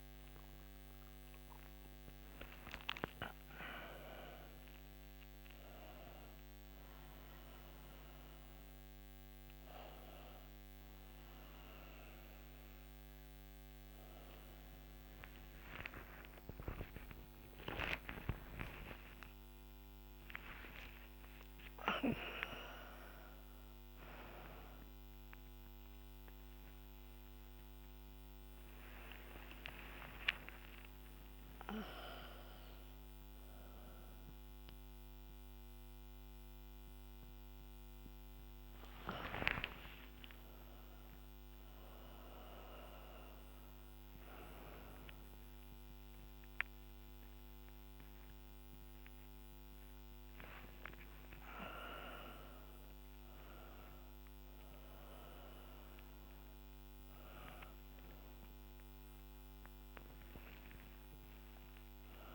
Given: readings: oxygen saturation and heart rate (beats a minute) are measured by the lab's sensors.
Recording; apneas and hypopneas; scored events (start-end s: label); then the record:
a person awake in a sleep study, by a microphone on the trachea; none
17.00-19.00 s: long interval between heartbeats (device-marked, heart rate 80 before, 108 extreme)
19.50-21.50 s: long interval between heartbeats (device-marked, heart rate 83 before, 123 extreme)
29.50-31.50 s: long interval between heartbeats (device-marked, heart rate 91 before, 87 extreme)
56.50-58.50 s: long interval between heartbeats (device-marked, heart rate 83 before, 85 extreme)
58.00-62.35 s: new sleep stage, N1 (lightest sleep)
60.00-62.00 s: long interval between heartbeats (device-marked, heart rate 90 before, 132 extreme)
From the record:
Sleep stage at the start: awake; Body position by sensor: on the back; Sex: female